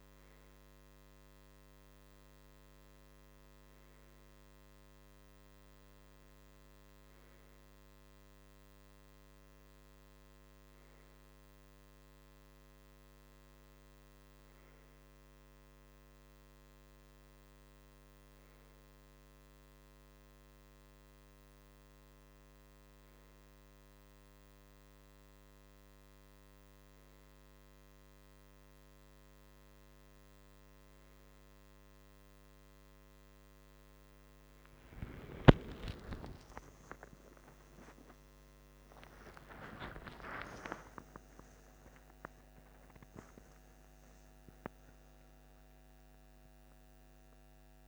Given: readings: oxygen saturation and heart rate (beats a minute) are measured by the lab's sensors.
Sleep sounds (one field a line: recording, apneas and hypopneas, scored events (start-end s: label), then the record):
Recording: breathing in sleep by a microphone on the trachea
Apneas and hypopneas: none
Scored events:
12.00-47.88 s: new sleep stage, N2 (light sleep)
35.00-42.50 s: arousal
40.00-42.00 s: long interval between heartbeats (device-marked, heart rate 62 before, 119 extreme)
42.50-44.50 s: long interval between heartbeats (device-marked, heart rate 68 before, 131 extreme)
From the record:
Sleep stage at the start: REM sleep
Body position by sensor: on the right side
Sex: male